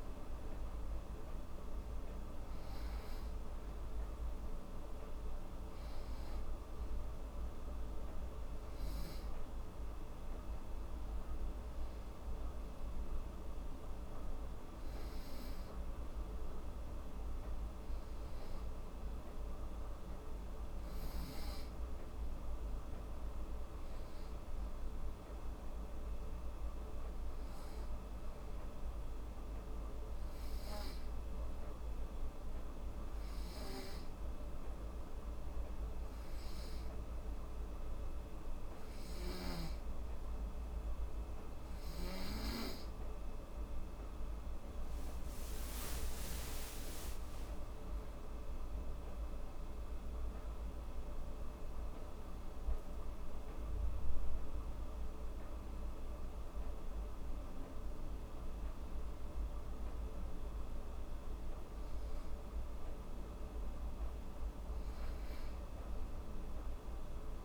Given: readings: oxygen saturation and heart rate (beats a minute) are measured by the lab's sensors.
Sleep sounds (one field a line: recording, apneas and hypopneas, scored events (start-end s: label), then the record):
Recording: breathing in sleep, hard to hear, by a room microphone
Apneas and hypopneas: 1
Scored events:
30.00-43.00 s: hypopnea (oxygen 97% before, 91% lowest, heart rate 80 before, 78 extreme, up 7 after)
45.00-67.45 s: oxygen desaturation (device-marked, oxygen 94% before, 91% lowest, heart rate 83 before, 78 extreme)
46.50-50.50 s: arousal
From the record:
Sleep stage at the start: N2 (light sleep)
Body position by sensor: on the back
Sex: female